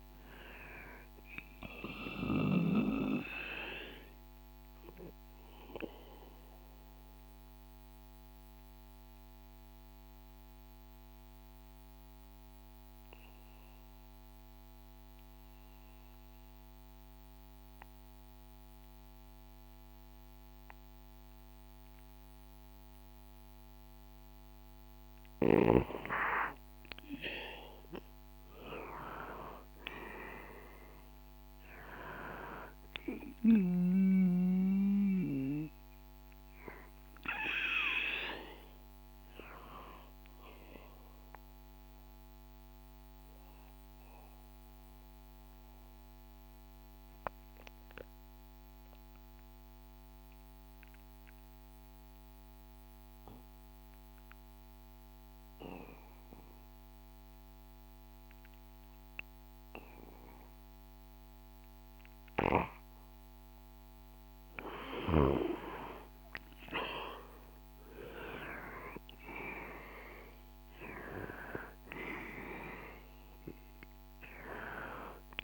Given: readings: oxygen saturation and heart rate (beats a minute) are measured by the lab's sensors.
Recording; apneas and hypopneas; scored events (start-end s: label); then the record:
breathing in sleep by a microphone on the trachea; 2
2.00-24.00 s: obstructive apnea (oxygen 98% before, 93% lowest, heart rate 67 before, 62 extreme, up 7 after)
27.00-31.00 s: arousal
40.50-63.00 s: obstructive apnea (oxygen 98% before, 91% lowest, heart rate 66 before, 61 extreme, up 8 after)
66.00-70.00 s: arousal
67.50-75.44 s: oxygen desaturation (device-marked, oxygen 97% before, 91% lowest, heart rate 66 before, 61 extreme)
From the record:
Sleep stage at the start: N2 (light sleep); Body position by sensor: on the back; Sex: male